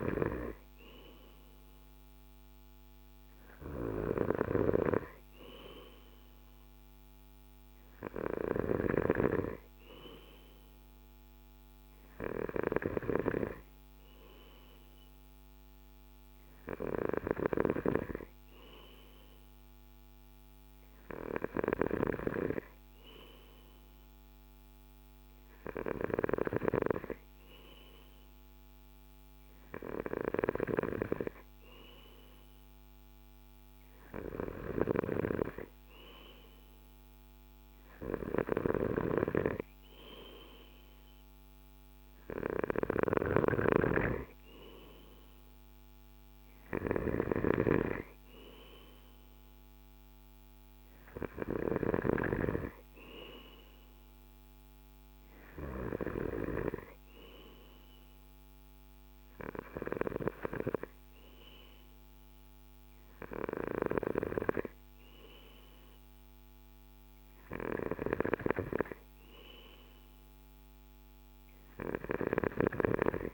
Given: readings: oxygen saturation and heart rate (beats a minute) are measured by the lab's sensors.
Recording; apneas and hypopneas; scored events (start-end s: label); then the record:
breathing in sleep by a microphone on the trachea; none
none scored
From the record:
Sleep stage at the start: N2 (light sleep); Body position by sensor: on the left side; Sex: male